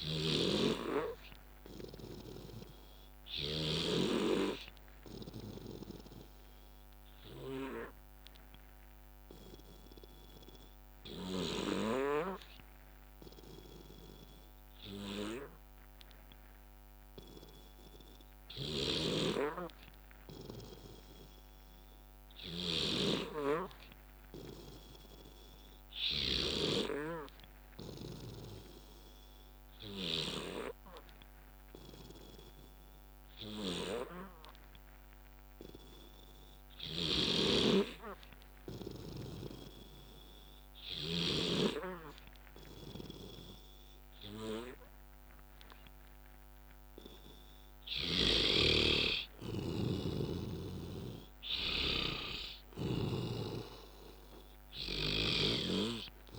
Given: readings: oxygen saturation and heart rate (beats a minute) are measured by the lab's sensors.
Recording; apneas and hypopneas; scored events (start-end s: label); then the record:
breathing in sleep by a microphone on the trachea; 1
0.00-3.50 s: snoring (device-marked)
0.00-14.00 s: oxygen desaturation (device-marked, oxygen 89% lowest, heart rate 57 extreme)
6.50-47.00 s: obstructive apnea (oxygen 98% before, 89% lowest, heart rate 62 before, 57 extreme, up 10 after)
11.00-13.00 s: bradycardia (device-marked, heart rate 64 before, 59 extreme)
15.00-22.00 s: bradycardia (device-marked, heart rate 64 before, 58 extreme)
18.50-26.50 s: snoring (device-marked)
26.00-40.00 s: oxygen desaturation (device-marked, oxygen 94% before, 90% lowest, heart rate 60 before, 59 extreme)
37.00-41.50 s: snoring (device-marked)
49.00-56.39 s: drop in pulse transit time (device-marked, heart rate 65 before, 68 extreme)
49.50-53.50 s: arousal
53.00-56.39 s: snoring (device-marked)
From the record:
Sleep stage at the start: N2 (light sleep); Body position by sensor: on the back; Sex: male